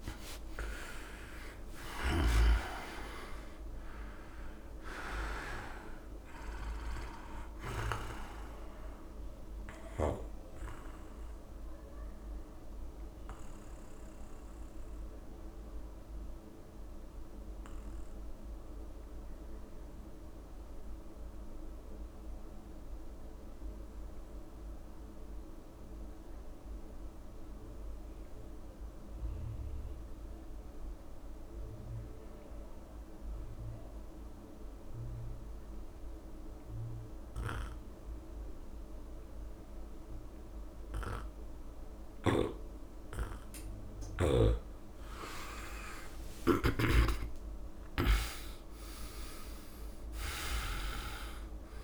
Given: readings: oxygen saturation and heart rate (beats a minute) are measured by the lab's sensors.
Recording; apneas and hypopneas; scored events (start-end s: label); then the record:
breathing in sleep by a room microphone; 1
0.00-2.50 s: arousal
0.00-3.50 s: oxygen desaturation (device-marked, oxygen 89% lowest, heart rate 68 extreme)
0.00-8.00 s: snoring (device-marked)
2.00-4.00 s: long interval between heartbeats (device-marked, heart rate 70 before, 89 extreme)
5.50-24.50 s: oxygen desaturation (device-marked, oxygen 93% before, 83% lowest, heart rate 75 before, 66 extreme)
11.00-43.00 s: obstructive apnea (oxygen 98% before, 83% lowest, heart rate 78 before, 64 extreme, up 22 after)
35.50-51.84 s: oxygen desaturation (device-marked, oxygen 99% before, 83% lowest, heart rate 69 before, 64 extreme)
42.00-47.00 s: snoring (device-marked)
45.50-50.00 s: arousal
46.00-48.00 s: long interval between heartbeats (device-marked, heart rate 71 before, 88 extreme)
From the record:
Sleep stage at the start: N2 (light sleep); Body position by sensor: on the back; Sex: male